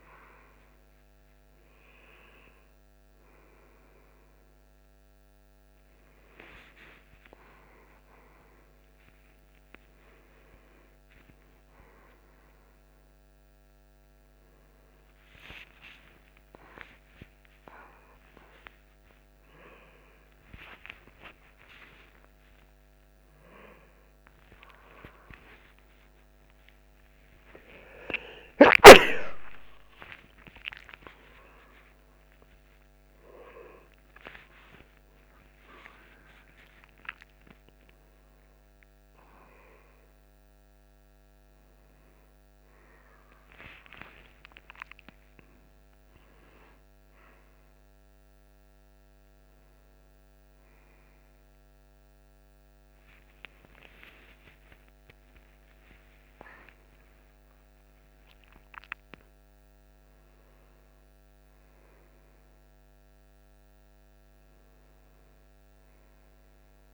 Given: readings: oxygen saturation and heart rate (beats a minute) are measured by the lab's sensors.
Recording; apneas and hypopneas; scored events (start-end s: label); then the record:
a person awake in a sleep study, by a microphone on the trachea; none
62.50-66.94 s: oxygen desaturation (device-marked, oxygen 99% before, 94% lowest, heart rate 62 before, 56 extreme)
From the record:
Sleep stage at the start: awake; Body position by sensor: on the right side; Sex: male